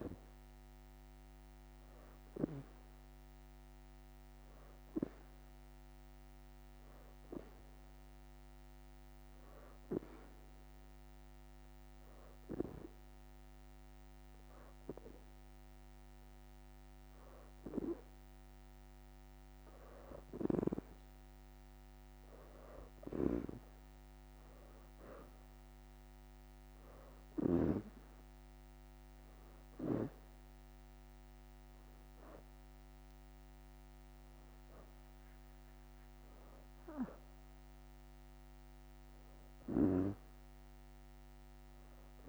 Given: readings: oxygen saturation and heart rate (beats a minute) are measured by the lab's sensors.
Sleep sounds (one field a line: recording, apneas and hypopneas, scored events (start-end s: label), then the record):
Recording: breathing in sleep by a microphone on the trachea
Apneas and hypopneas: 1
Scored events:
0.00-3.50 s: leg movement (device-marked)
0.00-8.00 s: oxygen desaturation (device-marked, oxygen 86% lowest, heart rate 80 extreme)
8.00-20.50 s: hypopnea (oxygen 96% before, 85% lowest, heart rate 82 before, 81 extreme, up 6 after)
10.00-41.00 s: oxygen desaturation (device-marked, oxygen 97% before, 85% lowest, heart rate 81 before, 81 extreme)
13.00-20.00 s: leg movement (device-marked)
24.00-26.50 s: leg movement (device-marked)
32.00-34.00 s: leg movement (device-marked)
33.00-38.00 s: arousal
From the record:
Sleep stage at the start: N2 (light sleep)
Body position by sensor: on the back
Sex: female